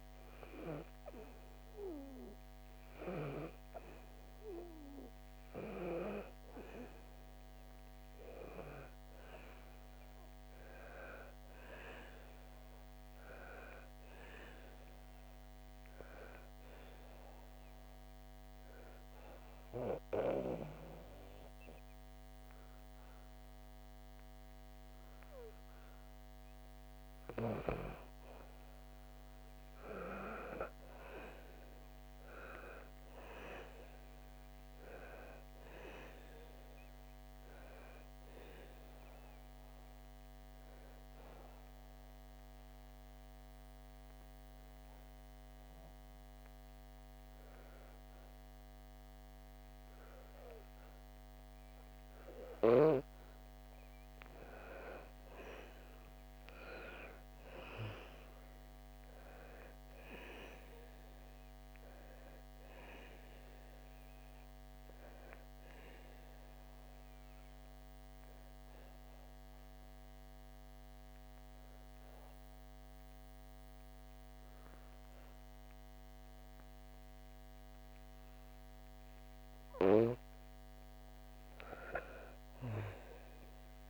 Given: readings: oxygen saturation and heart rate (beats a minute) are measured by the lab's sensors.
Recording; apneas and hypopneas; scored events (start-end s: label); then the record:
breathing in sleep by a microphone on the trachea; 3
5.00-23.00 s: oxygen desaturation (device-marked, oxygen 93% before, 90% lowest, heart rate 69 before, 63 extreme)
16.50-26.50 s: obstructive apnea (oxygen 93% before, 88% lowest, heart rate 69 before, 62 extreme, up 4 after)
29.50-33.00 s: arousal
33.00-48.00 s: oxygen desaturation (device-marked, oxygen 95% before, 89% lowest, heart rate 68 before, 62 extreme)
39.00-53.00 s: obstructive apnea (oxygen 95% before, 87% lowest, heart rate 68 before, 61 extreme, up 7 after)
55.50-59.00 s: arousal
59.00-76.00 s: oxygen desaturation (device-marked, oxygen 96% before, 88% lowest, heart rate 66 before, 60 extreme)
66.00-79.50 s: obstructive apnea (oxygen 96% before, 87% lowest, heart rate 66 before, 60 extreme, up 7 after)
80.00-83.50 s: arousal
From the record:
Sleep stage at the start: N2 (light sleep); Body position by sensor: on the back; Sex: female